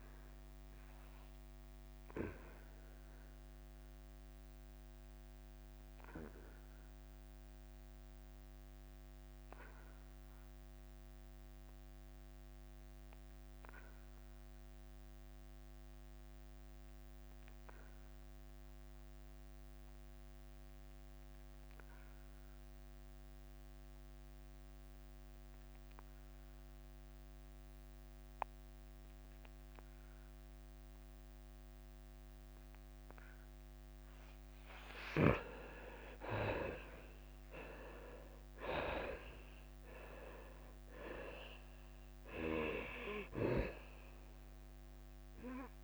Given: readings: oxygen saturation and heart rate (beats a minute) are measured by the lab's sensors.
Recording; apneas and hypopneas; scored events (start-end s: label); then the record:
breathing in sleep by a microphone on the trachea; 1
0.00-6.00 s: drop in pulse transit time (device-marked, heart rate 87 extreme)
0.00-21.00 s: oxygen desaturation (device-marked, oxygen 78% lowest, heart rate 88 extreme)
3.00-35.00 s: obstructive apnea (oxygen 98% before, 76% lowest, heart rate 89 before, 88 extreme, up 6 after)
32.00-45.84 s: oxygen desaturation (device-marked, oxygen 99% before, 76% lowest, heart rate 90 before, 86 extreme)
36.00-45.84 s: drop in pulse transit time (device-marked, heart rate 89 before, 88 extreme)
37.50-40.50 s: arousal
From the record:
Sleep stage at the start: N2 (light sleep); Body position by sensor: on the back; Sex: male